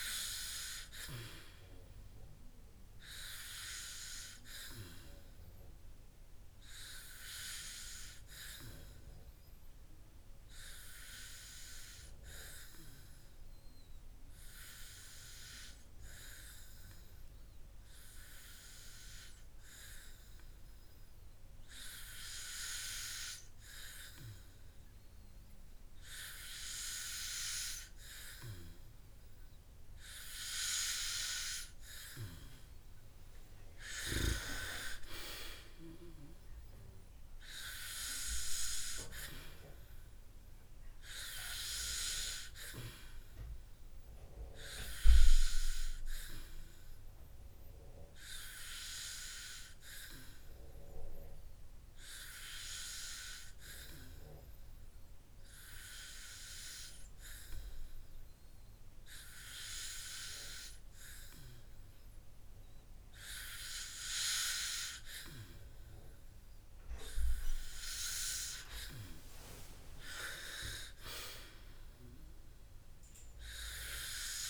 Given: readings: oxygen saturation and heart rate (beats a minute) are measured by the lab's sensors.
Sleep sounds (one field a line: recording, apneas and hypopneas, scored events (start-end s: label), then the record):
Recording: breathing in sleep by a room microphone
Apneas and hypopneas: 2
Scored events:
10.50-26.50 s: hypopnea (oxygen 97% before, 95% lowest)
28.00-31.00 s: arousal
45.50-64.00 s: hypopnea (oxygen 98% before, 95% lowest)
71.50-74.50 s: arousal
From the record:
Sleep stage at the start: N2 (light sleep)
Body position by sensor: on the back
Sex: male